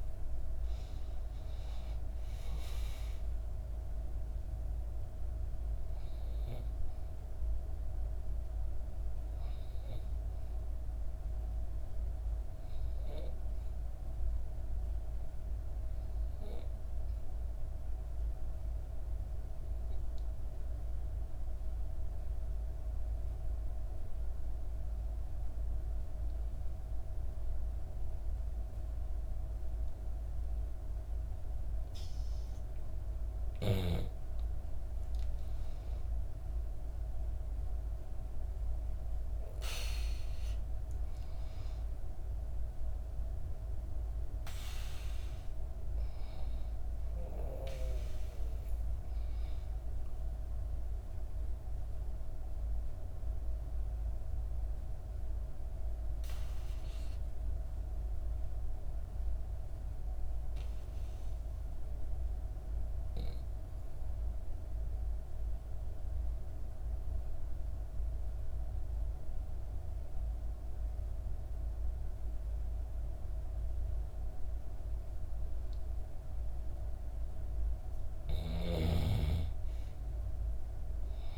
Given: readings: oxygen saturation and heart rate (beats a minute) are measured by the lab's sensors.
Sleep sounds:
breathing in sleep, hard to hear, by a room microphone; 2
0.00-20.50 s: oxygen desaturation (device-marked, oxygen 86% lowest, heart rate 60 extreme)
19.50-32.50 s: obstructive apnea (oxygen 96% before, 91% lowest, heart rate 64 before, 61 extreme, up 6 after)
34.00-37.50 s: arousal
36.50-55.50 s: oxygen desaturation (device-marked, oxygen 98% before, 92% lowest, heart rate 61 before, 61 extreme)
52.00-76.50 s: obstructive apnea (oxygen 98% before, 90% lowest, heart rate 65 before, 60 extreme, up 4 after)
76.50-81.38 s: oxygen desaturation (device-marked, oxygen 97% before, 90% lowest, heart rate 62 before, 60 extreme)
79.00-81.38 s: arousal
From the record:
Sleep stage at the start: N2 (light sleep); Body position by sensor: on the back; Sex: female

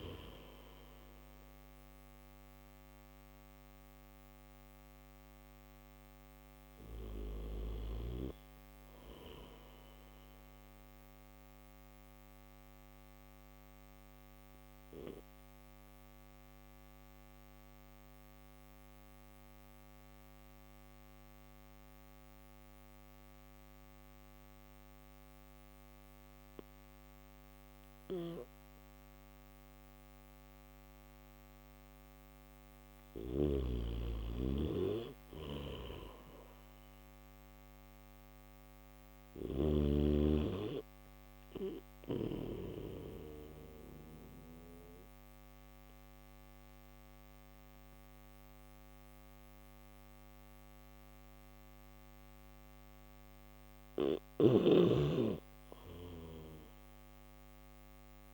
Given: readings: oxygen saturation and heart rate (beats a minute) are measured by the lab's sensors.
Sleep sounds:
breathing in sleep by a microphone on the trachea; 1
9.50-31.00 s: mixed apnea (oxygen 95% before, 94% lowest)
32.00-41.50 s: snoring (device-marked)
37.50-58.34 s: oxygen desaturation (device-marked, oxygen 98% before, 94% lowest)
53.00-58.34 s: snoring (device-marked)
From the record:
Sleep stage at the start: N1 (lightest sleep); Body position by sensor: on the back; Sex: male

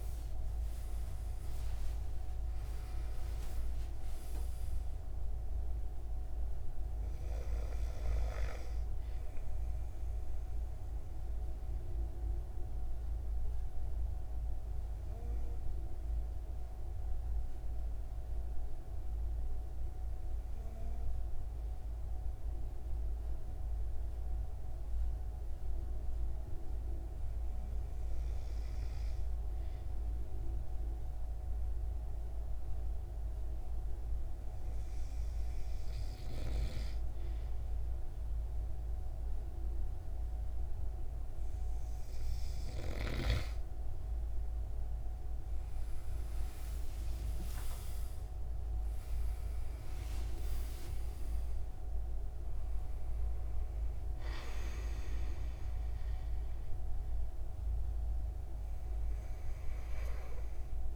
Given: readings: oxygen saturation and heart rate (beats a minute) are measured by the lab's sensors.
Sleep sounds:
breathing in sleep, hard to hear, by a room microphone; 1
13.00-37.00 s: hypopnea (oxygen 96% before, 93% lowest, heart rate 151 before, 96 extreme, up 25 after)
37.50-60.96 s: oxygen desaturation (device-marked, oxygen 97% before, 93% lowest)
45.50-51.00 s: arousal
From the record:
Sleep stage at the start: N2 (light sleep); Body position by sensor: on the right side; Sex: male

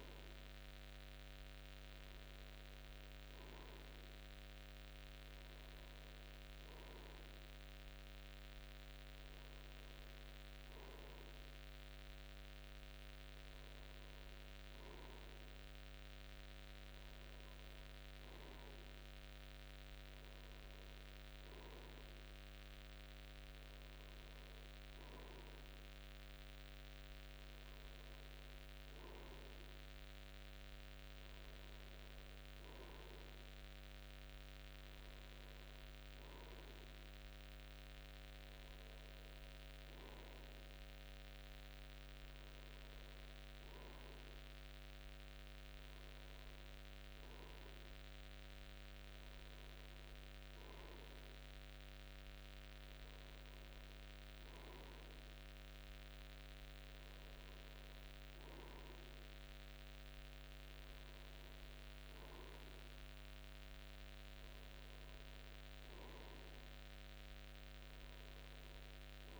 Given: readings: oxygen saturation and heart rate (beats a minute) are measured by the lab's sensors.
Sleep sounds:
breathing in sleep, hard to hear, by a microphone on the trachea; none
47.00-69.40 s: new sleep stage, N3 (deep sleep)
From the record:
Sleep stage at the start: N2 (light sleep); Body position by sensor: on the front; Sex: male

